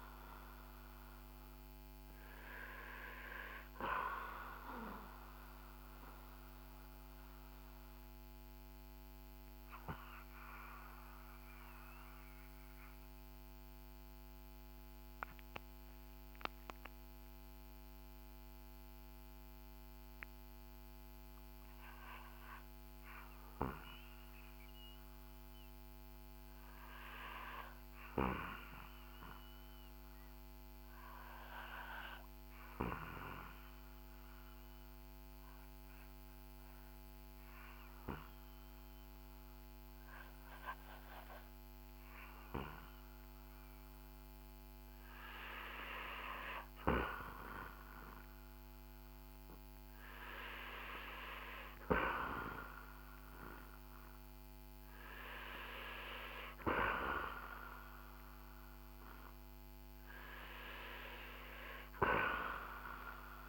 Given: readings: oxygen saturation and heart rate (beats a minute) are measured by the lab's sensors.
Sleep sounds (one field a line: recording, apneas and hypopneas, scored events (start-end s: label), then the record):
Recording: breathing in sleep by a microphone on the trachea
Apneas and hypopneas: 1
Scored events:
3.50-42.50 s: obstructive apnea (oxygen 91% before, 84% lowest, heart rate 62 before, 49 extreme, up 13 after)
35.50-63.49 s: oxygen desaturation (device-marked, oxygen 96% before, 84% lowest, heart rate 53 before, 49 extreme)
45.00-50.00 s: arousal
From the record:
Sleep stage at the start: REM sleep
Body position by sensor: on the back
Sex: male